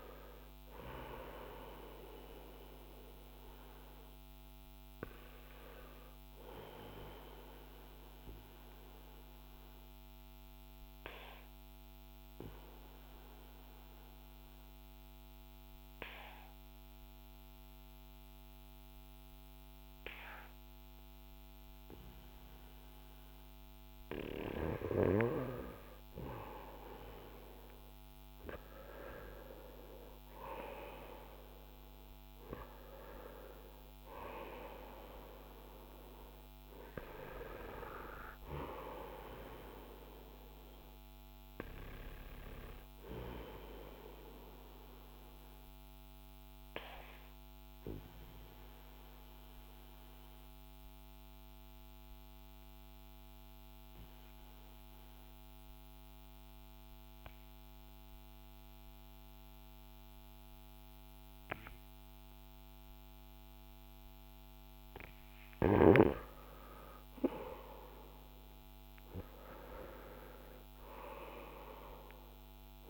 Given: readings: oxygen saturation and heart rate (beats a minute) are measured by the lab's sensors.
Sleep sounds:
breathing in sleep by a microphone on the trachea; 2
6.50-25.50 s: obstructive apnea (oxygen 95% before, 90% lowest, heart rate 54 before, 38 extreme, up 22 after)
26.00-29.50 s: arousal
31.50-59.50 s: oxygen desaturation (device-marked, oxygen 96% before, 90% lowest, heart rate 46 before, 39 extreme)
43.50-64.50 s: obstructive apnea (oxygen 96% before, 89% lowest, heart rate 55 before, 39 extreme, up 14 after)
66.50-71.00 s: arousal
From the record:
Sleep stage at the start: N2 (light sleep); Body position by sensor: on the front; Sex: male

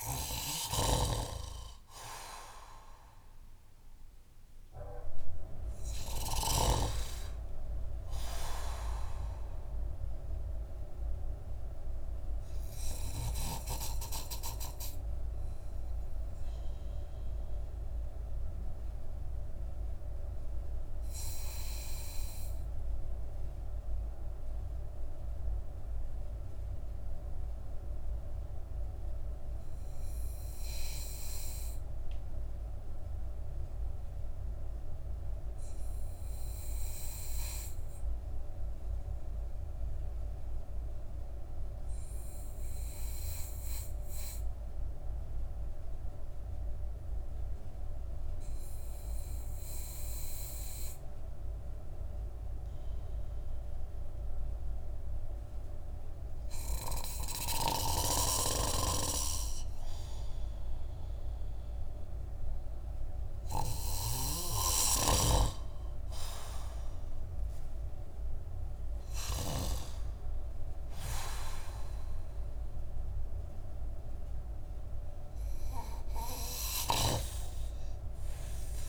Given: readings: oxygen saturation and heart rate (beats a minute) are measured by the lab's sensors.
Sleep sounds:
breathing in sleep by a room microphone; 1
0.00-6.00 s: snoring (device-marked)
0.50-6.00 s: arousal
16.50-56.00 s: obstructive apnea (oxygen 98% before, 92% lowest)
24.00-36.00 s: oxygen desaturation (device-marked, oxygen 95% before, 92% lowest)
53.00-65.00 s: oxygen desaturation (device-marked, oxygen 98% before, 94% lowest)
57.50-69.00 s: snoring (device-marked)
66.00-70.50 s: arousal
From the record:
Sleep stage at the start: N2 (light sleep); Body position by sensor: on the back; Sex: male

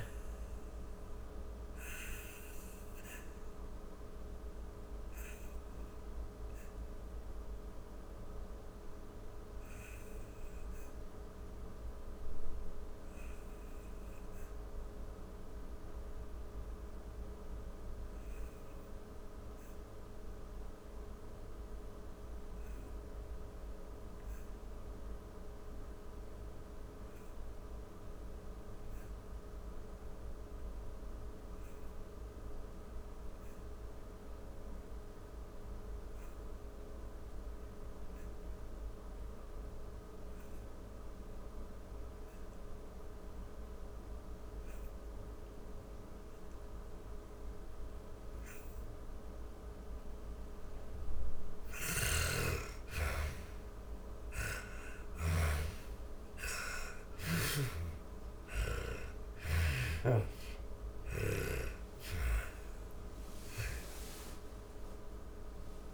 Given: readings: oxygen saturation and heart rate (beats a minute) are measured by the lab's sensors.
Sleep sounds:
breathing in sleep by a room microphone; 1
0.00-18.50 s: oxygen desaturation (device-marked, oxygen 79% lowest, heart rate 38 extreme)
1.50-48.00 s: obstructive apnea (oxygen 99% before, 74% lowest, heart rate 74 before, 39 extreme, up 49 after)
37.50-65.94 s: oxygen desaturation (device-marked, oxygen 97% before, 74% lowest, heart rate 58 before, 56 extreme)
50.00-53.50 s: snoring (device-marked)
62.00-65.94 s: arousal
From the record:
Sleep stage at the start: N2 (light sleep); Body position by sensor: on the back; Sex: female

